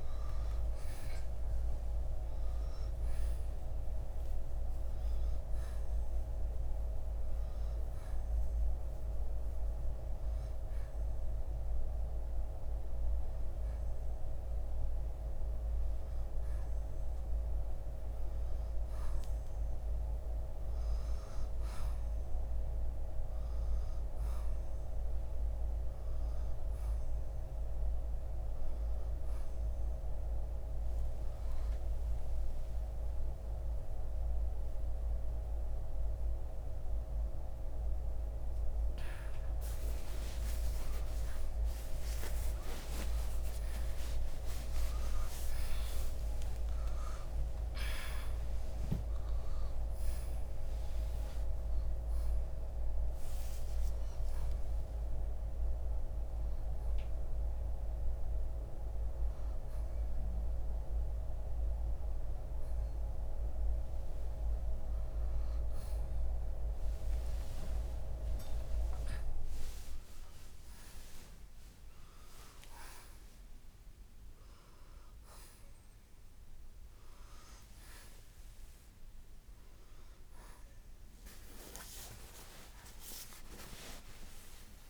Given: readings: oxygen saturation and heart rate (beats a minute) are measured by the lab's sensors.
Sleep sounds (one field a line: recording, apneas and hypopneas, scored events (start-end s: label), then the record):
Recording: a person awake in a sleep study, by a room microphone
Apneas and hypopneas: none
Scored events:
6.00-21.00 s: oxygen desaturation (device-marked, oxygen 92% before, 88% lowest, heart rate 69 before, 65 extreme)
28.00-41.00 s: oxygen desaturation (device-marked, oxygen 93% before, 90% lowest, heart rate 70 before, 62 extreme)
59.00-72.00 s: oxygen desaturation (device-marked, oxygen 92% before, 88% lowest, heart rate 67 before, 64 extreme)
80.00-84.90 s: oxygen desaturation (device-marked, oxygen 95% before, 90% lowest, heart rate 71 before, 62 extreme)
From the record:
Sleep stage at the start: awake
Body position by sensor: on the right side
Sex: male